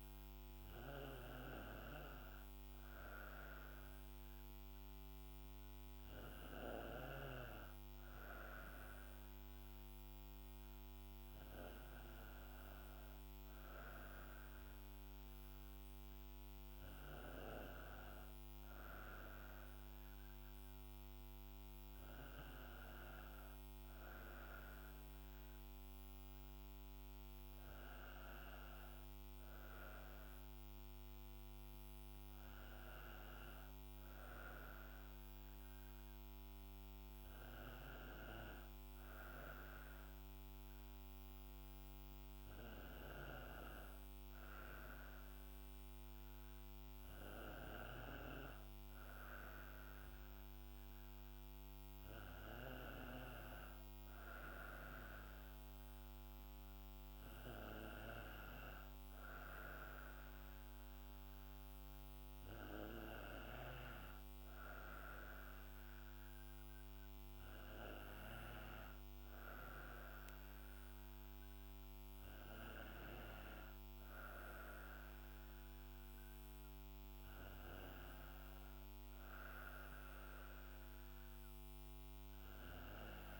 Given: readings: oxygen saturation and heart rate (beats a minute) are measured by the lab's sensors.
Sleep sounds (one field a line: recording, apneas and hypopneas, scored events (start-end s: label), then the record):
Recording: breathing in sleep by a microphone on the trachea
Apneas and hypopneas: none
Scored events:
none scored
From the record:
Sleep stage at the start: N2 (light sleep)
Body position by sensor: on the right side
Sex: female